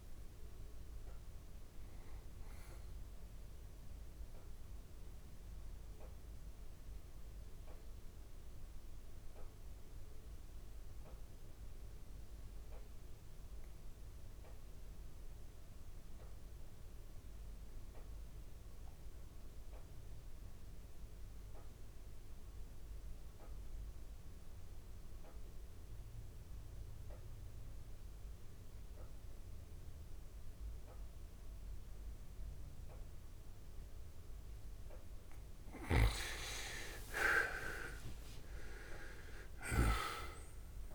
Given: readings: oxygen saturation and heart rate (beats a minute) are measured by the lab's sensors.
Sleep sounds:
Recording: breathing in sleep by a room microphone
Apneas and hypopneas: 1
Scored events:
0.00-10.00 s: oxygen desaturation (device-marked, oxygen 85% lowest, heart rate 65 extreme)
5.50-35.00 s: obstructive apnea (oxygen 97% before, 81% lowest, heart rate 86 before, 59 extreme, up 4 after)
29.00-40.95 s: oxygen desaturation (device-marked, oxygen 98% before, 81% lowest, heart rate 66 before, 59 extreme)
38.00-40.95 s: arousal
From the record:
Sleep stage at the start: N2 (light sleep)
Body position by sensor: on the back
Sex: male

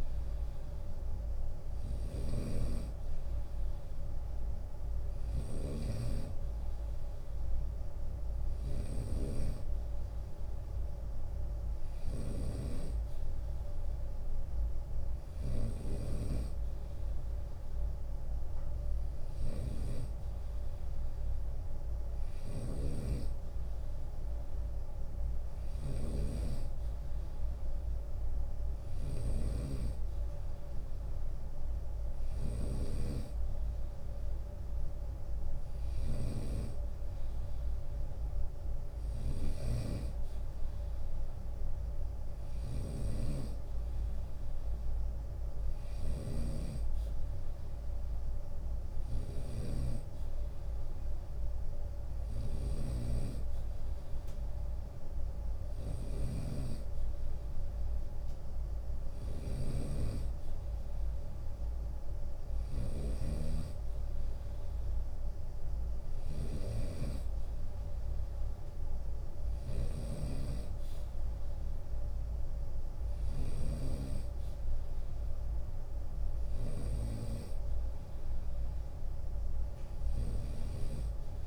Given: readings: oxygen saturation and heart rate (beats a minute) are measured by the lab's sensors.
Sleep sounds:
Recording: breathing in sleep by a room microphone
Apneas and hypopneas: none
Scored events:
0.00-76.00 s: snoring (device-marked)
1.00-3.00 s: long interval between heartbeats (device-marked, heart rate 80 before, 75 extreme)
10.50-12.50 s: long interval between heartbeats (device-marked, heart rate 76 before, 72 extreme)
39.00-41.00 s: long interval between heartbeats (device-marked, heart rate 70 before, 71 extreme)
41.00-44.00 s: bradycardia (device-marked, heart rate 76 before, 72 extreme)
42.00-44.00 s: long interval between heartbeats (device-marked, heart rate 70 before, 72 extreme)
From the record:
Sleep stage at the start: N2 (light sleep)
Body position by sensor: on the right side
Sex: male

